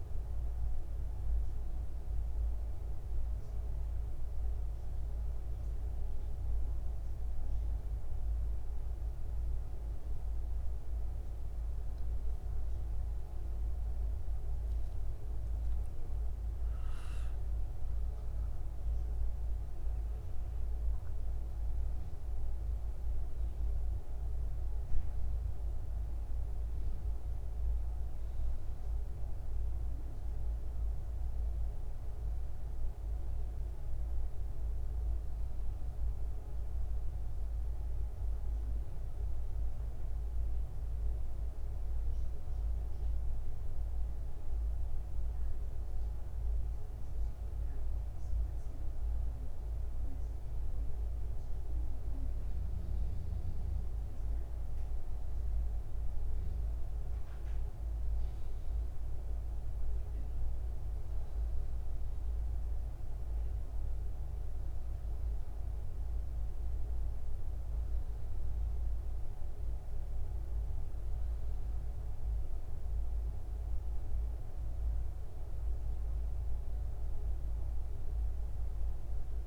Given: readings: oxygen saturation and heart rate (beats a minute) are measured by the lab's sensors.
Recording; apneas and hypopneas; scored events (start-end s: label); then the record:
breathing in sleep, hard to hear, by a room microphone; none
14.50-18.50 s: arousal
69.00-79.47 s: new sleep stage, N2 (light sleep)
From the record:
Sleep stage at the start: N1 (lightest sleep); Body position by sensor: upright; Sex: male